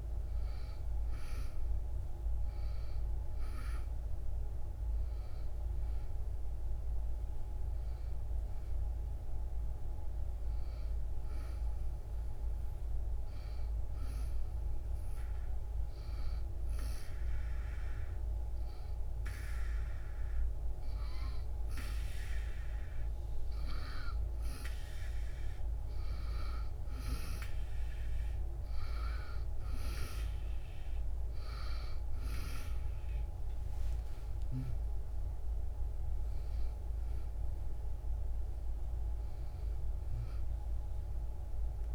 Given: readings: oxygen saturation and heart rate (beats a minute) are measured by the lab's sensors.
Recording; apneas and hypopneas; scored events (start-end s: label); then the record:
breathing in sleep by a room microphone; 1
15.00-25.00 s: hypopnea (oxygen 96% before, 94% lowest, heart rate 70 before, 66 extreme, up 7 after)
33.50-38.00 s: arousal
From the record:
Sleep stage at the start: N1 (lightest sleep); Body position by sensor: on the back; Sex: female